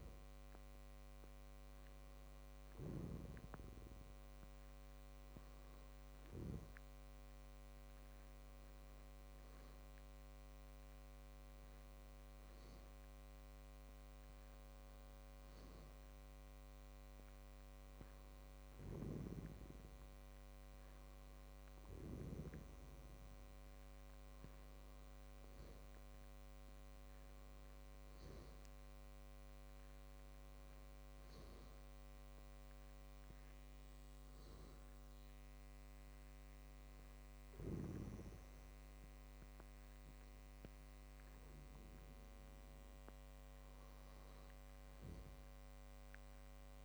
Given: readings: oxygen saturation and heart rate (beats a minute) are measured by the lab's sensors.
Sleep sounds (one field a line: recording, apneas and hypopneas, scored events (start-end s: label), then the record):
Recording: breathing in sleep by a microphone on the trachea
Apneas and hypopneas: none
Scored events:
none scored
From the record:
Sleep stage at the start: N2 (light sleep)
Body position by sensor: on the back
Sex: male